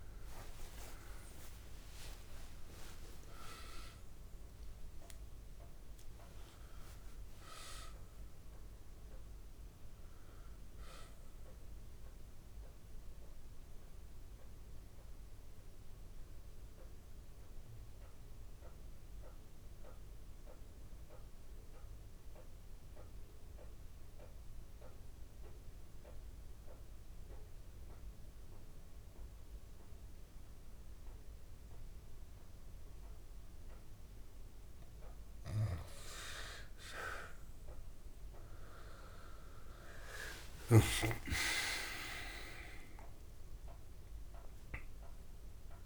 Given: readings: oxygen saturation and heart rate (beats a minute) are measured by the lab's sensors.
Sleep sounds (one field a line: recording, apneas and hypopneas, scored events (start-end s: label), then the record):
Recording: breathing in sleep by a room microphone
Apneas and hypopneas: 1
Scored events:
1.00-5.50 s: arousal
9.00-19.00 s: oxygen desaturation (device-marked, oxygen 97% before, 93% lowest, heart rate 81 before, 66 extreme)
13.50-34.50 s: mixed apnea (oxygen 98% before, 85% lowest, heart rate 83 before, 65 extreme, up 31 after)
33.00-45.86 s: oxygen desaturation (device-marked, oxygen 96% before, 85% lowest, heart rate 67 before, 65 extreme)
39.50-44.50 s: arousal
From the record:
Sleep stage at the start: N2 (light sleep)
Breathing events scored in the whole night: 255 in 3.8 hours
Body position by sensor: on the back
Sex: male